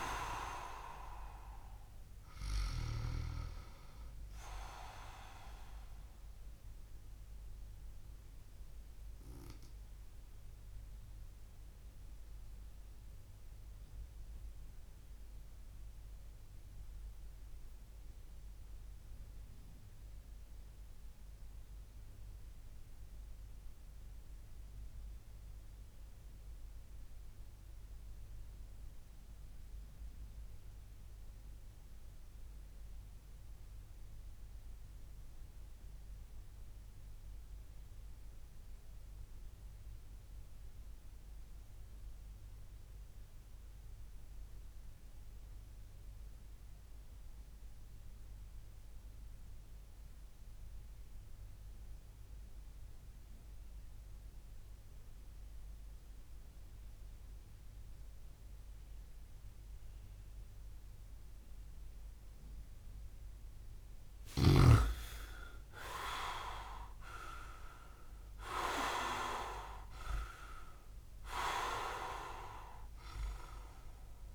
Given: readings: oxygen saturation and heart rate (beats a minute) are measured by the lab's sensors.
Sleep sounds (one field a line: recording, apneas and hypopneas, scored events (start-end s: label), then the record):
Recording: breathing in sleep by a room microphone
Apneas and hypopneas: 1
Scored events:
6.00-62.50 s: obstructive apnea (oxygen 98% before, 95% lowest)
65.00-69.00 s: arousal
From the record:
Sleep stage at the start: REM sleep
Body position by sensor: on the back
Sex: male